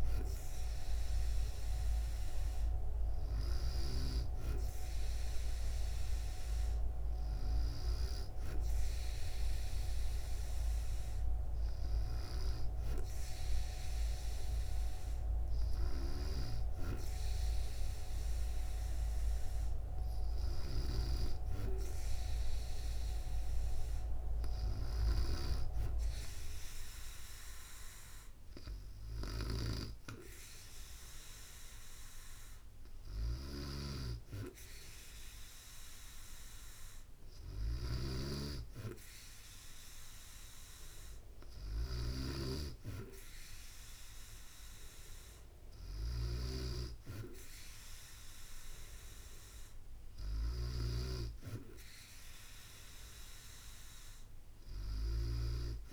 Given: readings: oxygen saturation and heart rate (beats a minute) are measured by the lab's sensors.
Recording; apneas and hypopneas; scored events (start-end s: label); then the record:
breathing in sleep by a room microphone; none
0.00-3.50 s: snoring (device-marked)
28.50-50.50 s: snoring (device-marked)
From the record:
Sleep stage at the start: N2 (light sleep); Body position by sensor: on the back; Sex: female